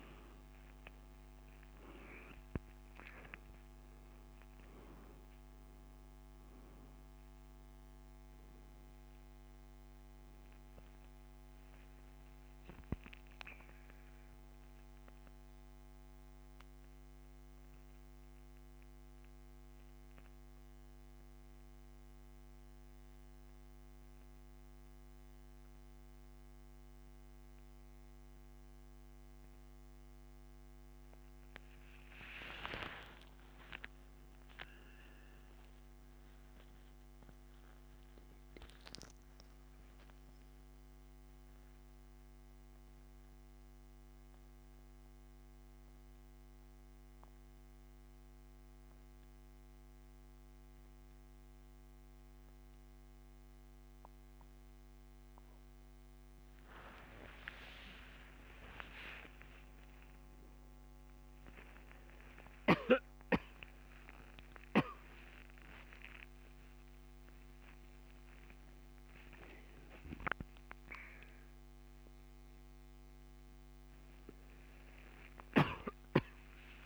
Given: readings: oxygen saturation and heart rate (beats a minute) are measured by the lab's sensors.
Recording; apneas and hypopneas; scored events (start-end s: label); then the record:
breathing in sleep by a microphone on the trachea; 2
17.50-30.50 s: mixed apnea (oxygen 98% before, 83% lowest, heart rate 67 before, 72 extreme, up 9 after)
32.50-37.50 s: arousal
41.00-56.00 s: central apnea (oxygen 97% before, 83% lowest, heart rate 80 before, 36 extreme, up 14 after)
42.50-53.50 s: oxygen desaturation (device-marked, oxygen 94% before, 83% lowest, heart rate 80 before, 36 extreme)
73.50-76.86 s: new sleep stage, awake
From the record:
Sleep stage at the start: N2 (light sleep); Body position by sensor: on the back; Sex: male